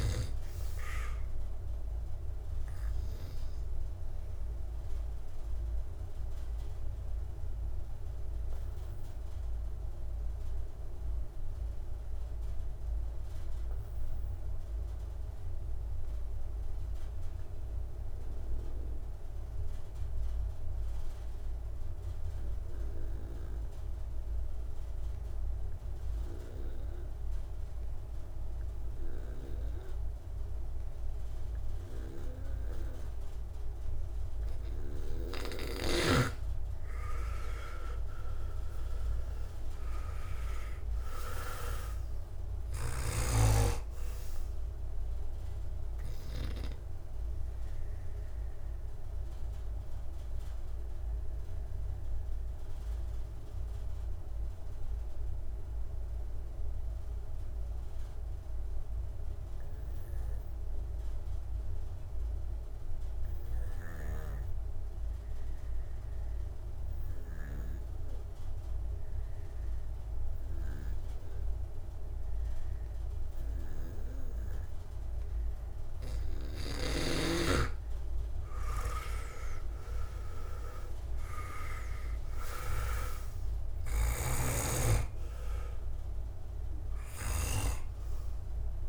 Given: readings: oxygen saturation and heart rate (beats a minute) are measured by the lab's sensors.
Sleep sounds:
breathing in sleep by a room microphone; 2
0.00-20.00 s: oxygen desaturation (device-marked, oxygen 82% lowest)
3.00-34.00 s: obstructive apnea (oxygen 98% before, 82% lowest)
27.00-65.00 s: oxygen desaturation (device-marked, oxygen 98% before, 82% lowest)
37.00-41.50 s: arousal
47.50-74.50 s: obstructive apnea (oxygen 98% before, 82% lowest)
74.00-88.89 s: oxygen desaturation (device-marked, oxygen 98% before, 82% lowest)
78.50-81.00 s: arousal
From the record:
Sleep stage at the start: N2 (light sleep); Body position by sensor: on the back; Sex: male

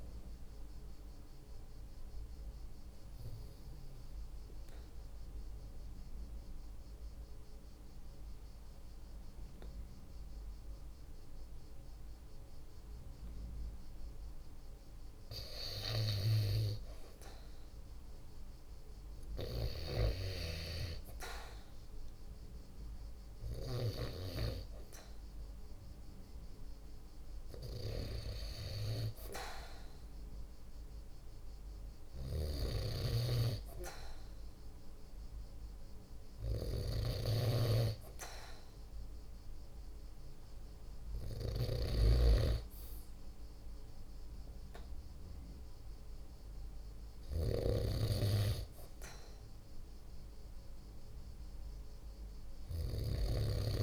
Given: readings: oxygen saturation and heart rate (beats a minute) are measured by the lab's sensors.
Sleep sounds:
breathing in sleep by a room microphone; 1
0.00-1.50 s: oxygen desaturation (device-marked, oxygen 93% lowest, heart rate 47 extreme)
1.50-14.50 s: obstructive apnea (oxygen 96% before, 93% lowest, heart rate 48 before, 48 extreme, up 1 after)
16.00-20.00 s: arousal
29.50-42.50 s: oxygen desaturation (device-marked, oxygen 96% before, 93% lowest, heart rate 49 before, 47 extreme)
32.50-42.00 s: snoring (device-marked)
From the record:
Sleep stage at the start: N2 (light sleep); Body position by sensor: on the right side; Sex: male

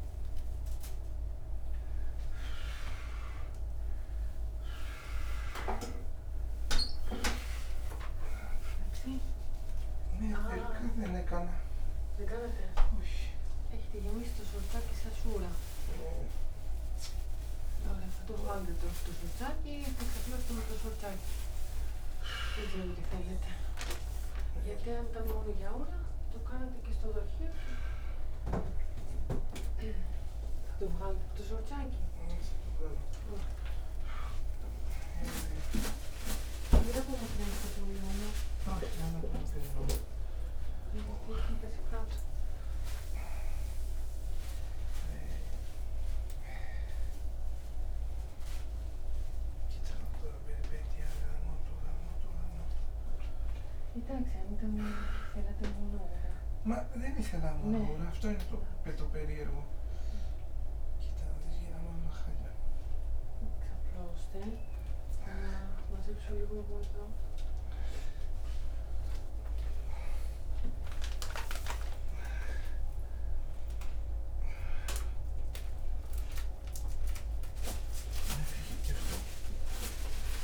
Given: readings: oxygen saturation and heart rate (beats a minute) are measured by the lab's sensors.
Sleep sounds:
a person awake in a sleep study, by a room microphone; none
none scored
From the record:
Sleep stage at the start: awake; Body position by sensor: upright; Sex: male

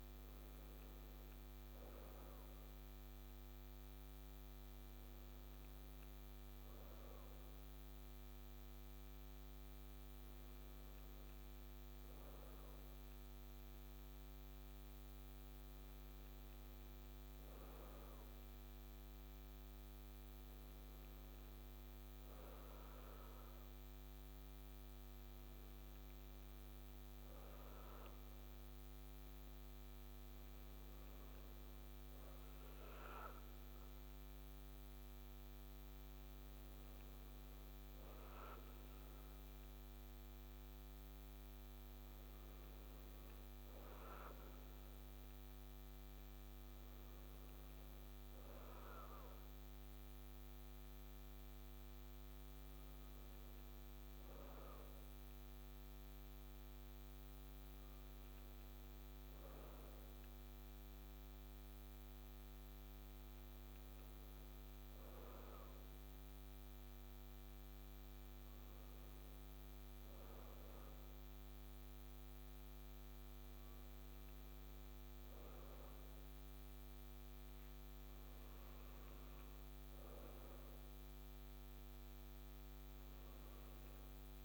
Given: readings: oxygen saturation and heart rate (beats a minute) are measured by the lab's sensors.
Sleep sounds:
breathing in sleep, hard to hear, by a microphone on the trachea; none
none scored
From the record:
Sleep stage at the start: N2 (light sleep); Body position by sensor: on the right side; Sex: female

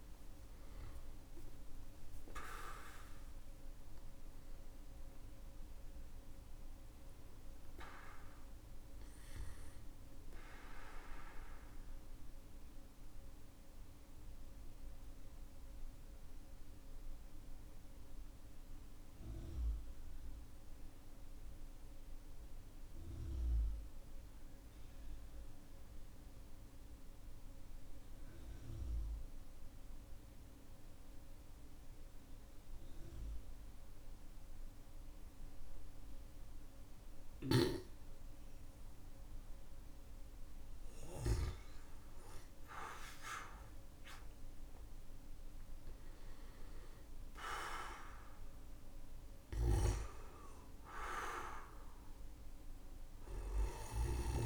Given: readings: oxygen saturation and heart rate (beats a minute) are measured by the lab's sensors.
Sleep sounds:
breathing in sleep by a room microphone; 1
2.00-7.50 s: arousal
2.50-26.50 s: oxygen desaturation (device-marked, oxygen 96% before, 93% lowest, heart rate 66 before, 47 extreme)
12.00-39.00 s: mixed apnea (oxygen 98% before, 93% lowest, heart rate 72 before, 45 extreme, up 13 after)
41.50-45.50 s: arousal
48.50-54.46 s: oxygen desaturation (device-marked, oxygen 98% before, 93% lowest, heart rate 54 before, 45 extreme)
49.00-54.46 s: snoring (device-marked)
From the record:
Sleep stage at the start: N2 (light sleep); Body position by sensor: on the back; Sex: male

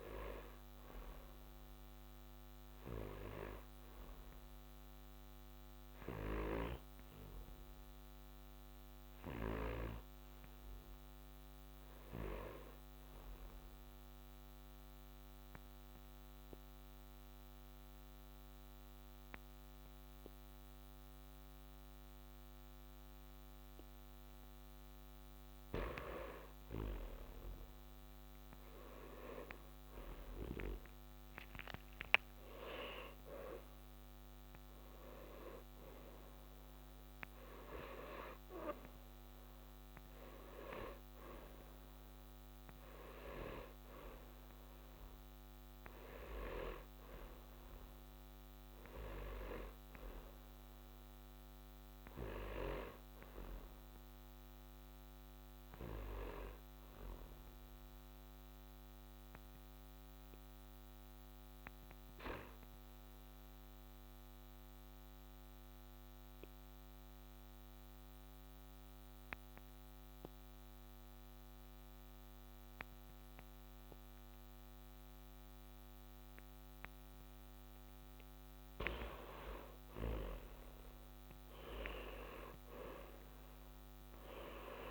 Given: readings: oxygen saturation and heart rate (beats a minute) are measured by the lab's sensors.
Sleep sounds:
breathing in sleep by a microphone on the trachea; 2
14.00-25.00 s: obstructive apnea (oxygen 95% before, 92% lowest, heart rate 60 before, 51 extreme, up 12 after)
27.50-31.50 s: arousal
44.00-60.00 s: oxygen desaturation (device-marked, oxygen 95% before, 92% lowest, heart rate 62 before, 50 extreme)
64.00-77.50 s: obstructive apnea (oxygen 95% before, 92% lowest, heart rate 59 before, 58 extreme, up 9 after)
79.50-84.50 s: arousal
From the record:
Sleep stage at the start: N1 (lightest sleep); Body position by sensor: on the back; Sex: male

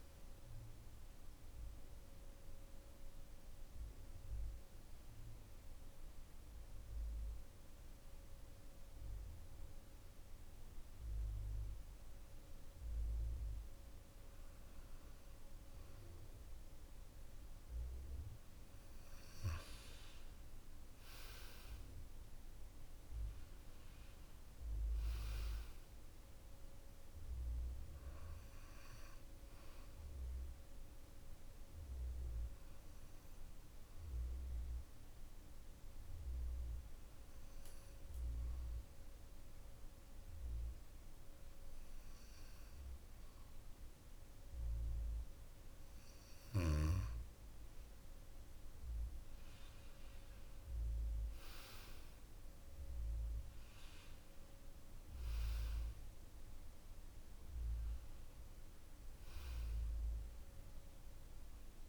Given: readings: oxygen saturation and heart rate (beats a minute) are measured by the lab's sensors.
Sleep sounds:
breathing in sleep, hard to hear, by a room microphone; 2
5.50-18.00 s: hypopnea (oxygen 96% before, 92% lowest, heart rate 65 before, 54 extreme, up 16 after)
20.50-24.50 s: arousal
33.00-46.50 s: hypopnea (oxygen 96% before, 92% lowest, heart rate 63 before, 54 extreme, up 7 after)
48.50-52.50 s: arousal
55.00-61.89 s: oxygen desaturation (device-marked, oxygen 96% before, 92% lowest, heart rate 57 before, 54 extreme)
From the record:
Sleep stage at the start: N2 (light sleep); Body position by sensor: on the back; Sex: male

